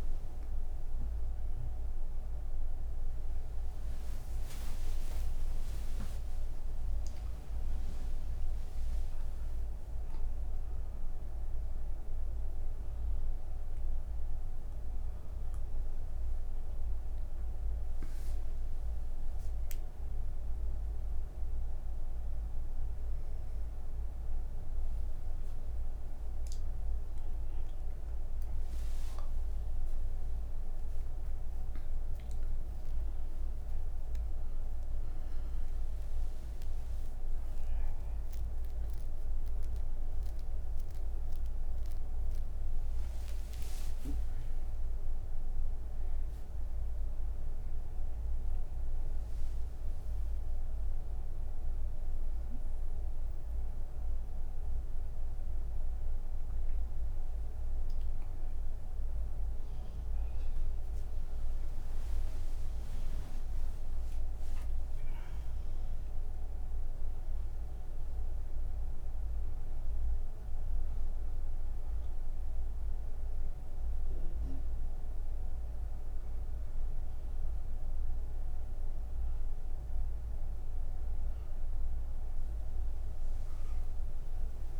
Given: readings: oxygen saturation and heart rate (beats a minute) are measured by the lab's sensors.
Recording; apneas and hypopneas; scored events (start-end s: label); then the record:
breathing in sleep, hard to hear, by a room microphone; none
none scored
From the record:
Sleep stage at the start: N2 (light sleep); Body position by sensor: on the back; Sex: female